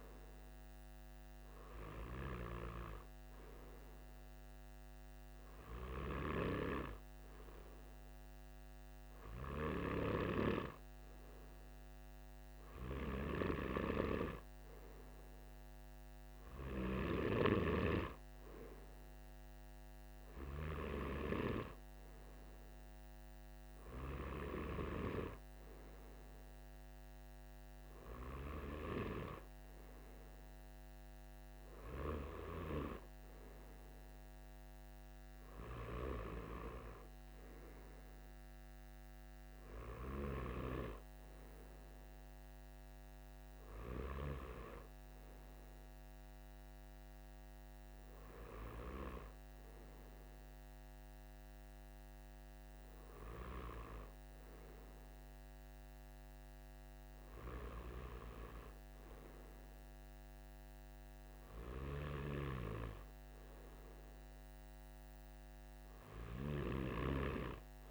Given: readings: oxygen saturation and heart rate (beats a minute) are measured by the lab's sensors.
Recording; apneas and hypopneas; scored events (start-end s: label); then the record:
breathing in sleep by a microphone on the trachea; none
none scored
From the record:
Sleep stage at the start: N2 (light sleep); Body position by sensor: on the right side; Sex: male